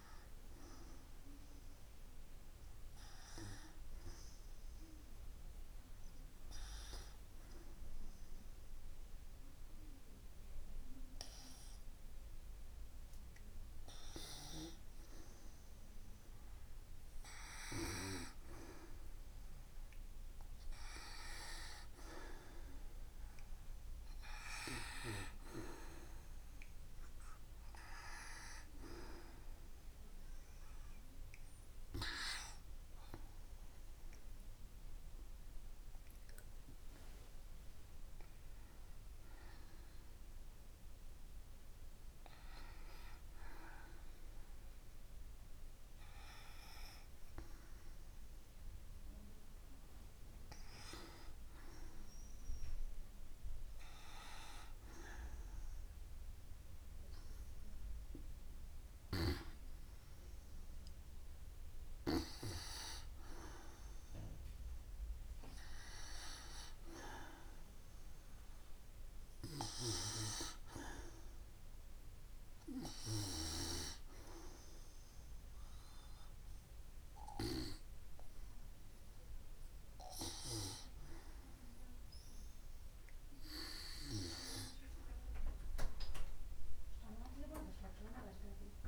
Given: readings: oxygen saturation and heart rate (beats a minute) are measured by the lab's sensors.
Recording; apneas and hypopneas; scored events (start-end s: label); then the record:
breathing in sleep by a room microphone; 2
3.00-15.00 s: hypopnea (oxygen 92% before, 88% lowest)
4.00-18.00 s: oxygen desaturation (device-marked, oxygen 93% before, 90% lowest)
19.00-22.50 s: arousal
34.00-37.50 s: arousal
37.00-57.00 s: oxygen desaturation (device-marked, oxygen 93% before, 88% lowest)
41.00-52.00 s: hypopnea (oxygen 93% before, 88% lowest)
57.50-62.50 s: arousal
84.00-88.88 s: new sleep stage, awake
From the record:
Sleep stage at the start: N2 (light sleep); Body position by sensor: on the back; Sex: female